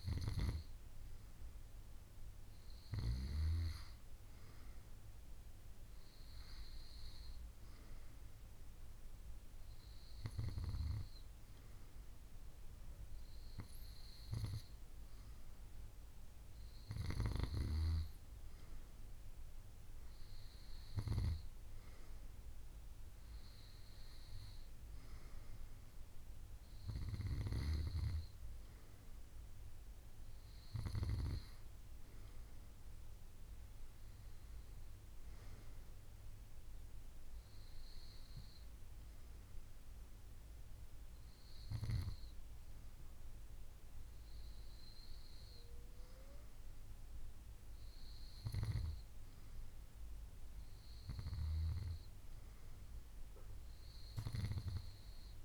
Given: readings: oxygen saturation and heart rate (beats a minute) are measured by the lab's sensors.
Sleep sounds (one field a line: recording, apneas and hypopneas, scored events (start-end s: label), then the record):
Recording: breathing in sleep by a room microphone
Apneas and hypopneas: none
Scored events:
none scored
From the record:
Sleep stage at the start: N2 (light sleep)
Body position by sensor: on the right side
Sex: female